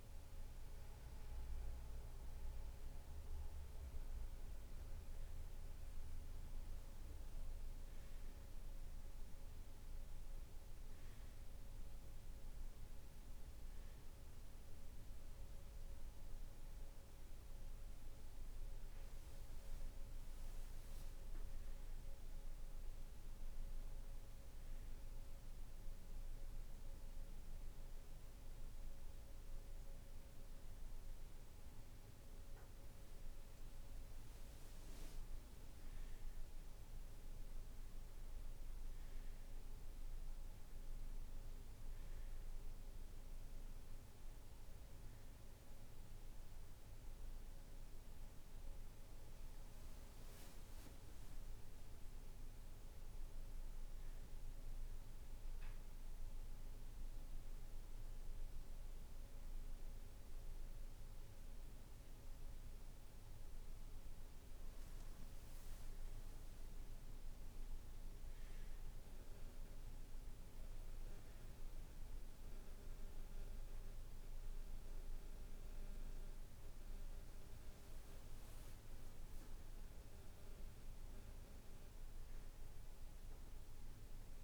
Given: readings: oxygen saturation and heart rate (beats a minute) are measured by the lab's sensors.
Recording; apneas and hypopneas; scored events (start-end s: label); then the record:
breathing in sleep, hard to hear, by a room microphone; none
60.00-84.44 s: new sleep stage, N2 (light sleep)
From the record:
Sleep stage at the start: N1 (lightest sleep); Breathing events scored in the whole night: 54 in 5.5 hours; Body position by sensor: on the back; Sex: male